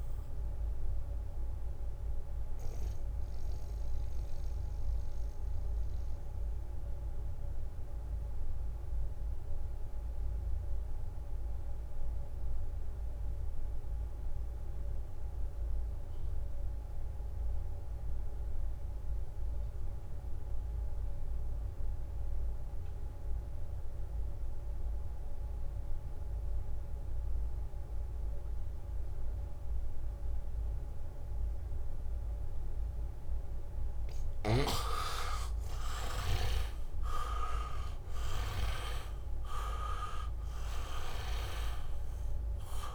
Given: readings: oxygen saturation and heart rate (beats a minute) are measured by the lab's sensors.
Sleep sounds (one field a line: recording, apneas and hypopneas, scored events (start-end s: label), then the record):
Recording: breathing in sleep by a room microphone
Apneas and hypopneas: 1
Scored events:
0.00-14.50 s: oxygen desaturation (device-marked, oxygen 80% lowest, heart rate 66 extreme)
4.00-32.00 s: mixed apnea (oxygen 99% before, 76% lowest, heart rate 71 before, 66 extreme, up 1 after)
20.50-42.94 s: oxygen desaturation (device-marked, oxygen 99% before, 76% lowest, heart rate 75 before, 66 extreme)
31.00-39.00 s: leg movement (device-marked)
36.00-39.50 s: arousal
From the record:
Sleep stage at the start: N2 (light sleep)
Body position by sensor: on the back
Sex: male